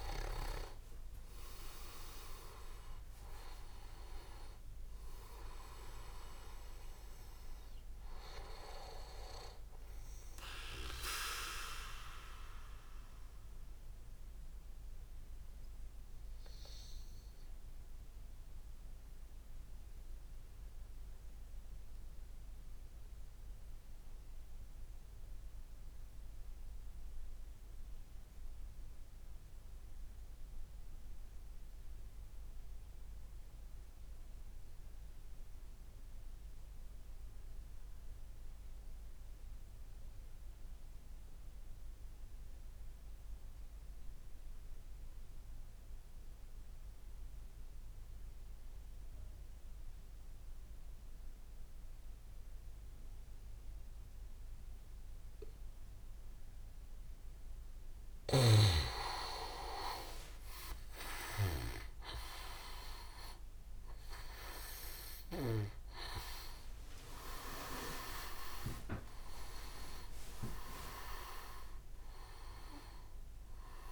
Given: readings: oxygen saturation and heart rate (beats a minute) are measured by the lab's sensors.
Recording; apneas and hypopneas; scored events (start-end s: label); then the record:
breathing in sleep by a room microphone; 1
0.00-2.50 s: leg movement (device-marked)
11.50-57.00 s: obstructive apnea (oxygen 99% before, 93% lowest)
22.00-28.00 s: oxygen desaturation (device-marked, oxygen 97% before, 94% lowest)
47.00-64.00 s: oxygen desaturation (device-marked, oxygen 100% before, 95% lowest)
60.00-62.00 s: leg movement (device-marked)
60.00-63.50 s: arousal
65.50-72.50 s: leg movement (device-marked)
70.00-73.92 s: oxygen desaturation (device-marked, oxygen 97% before, 93% lowest)
From the record:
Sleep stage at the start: N2 (light sleep); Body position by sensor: on the back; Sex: male